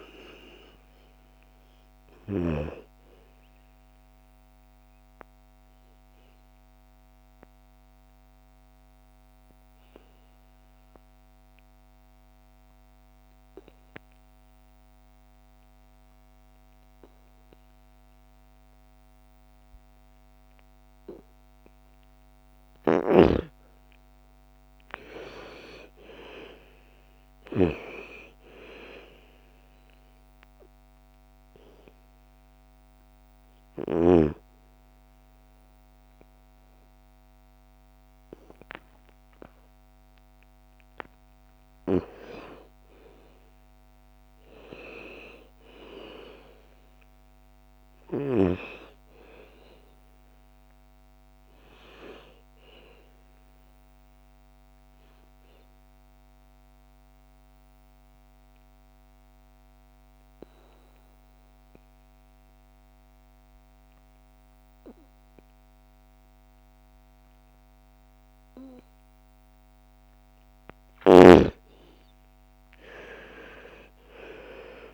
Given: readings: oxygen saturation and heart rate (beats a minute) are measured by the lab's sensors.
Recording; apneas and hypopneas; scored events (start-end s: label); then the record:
breathing in sleep by a microphone on the trachea; 3
0.00-12.00 s: oxygen desaturation (device-marked, oxygen 80% lowest, heart rate 57 extreme)
4.50-21.00 s: obstructive apnea (oxygen 99% before, 81% lowest, heart rate 63 before, 57 extreme, up 8 after)
23.00-26.00 s: arousal
23.00-42.00 s: oxygen desaturation (device-marked, oxygen 99% before, 87% lowest, heart rate 60 before, 55 extreme)
29.50-41.50 s: hypopnea (oxygen 99% before, 84% lowest, heart rate 60 before, 55 extreme, up 7 after)
42.50-47.00 s: arousal
55.50-70.00 s: obstructive apnea (oxygen 98% before, 84% lowest, heart rate 64 before, 54 extreme, up 16 after)
72.00-74.94 s: arousal
72.00-74.94 s: oxygen desaturation (device-marked, oxygen 97% before, 84% lowest, heart rate 58 before, 56 extreme)
From the record:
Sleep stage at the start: N2 (light sleep); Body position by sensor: on the back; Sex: female